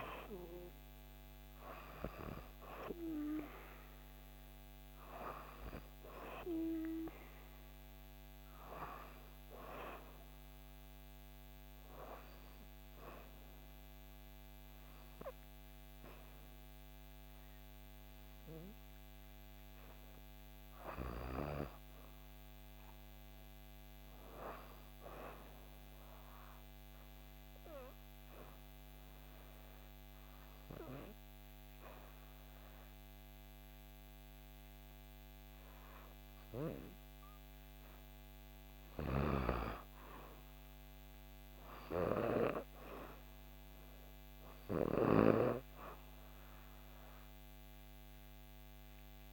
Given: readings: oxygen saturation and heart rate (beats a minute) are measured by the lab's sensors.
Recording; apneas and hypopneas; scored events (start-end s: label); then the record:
breathing in sleep by a microphone on the trachea; 1
0.00-14.50 s: oxygen desaturation (device-marked, oxygen 91% lowest, heart rate 64 extreme)
25.00-37.50 s: obstructive apnea (oxygen 96% before, 92% lowest, heart rate 65 before, 64 extreme, up 4 after)
39.00-42.50 s: arousal
44.50-49.33 s: oxygen desaturation (device-marked, oxygen 95% before, 92% lowest, heart rate 65 before, 64 extreme)
From the record:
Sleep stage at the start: N2 (light sleep); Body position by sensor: on the back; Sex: female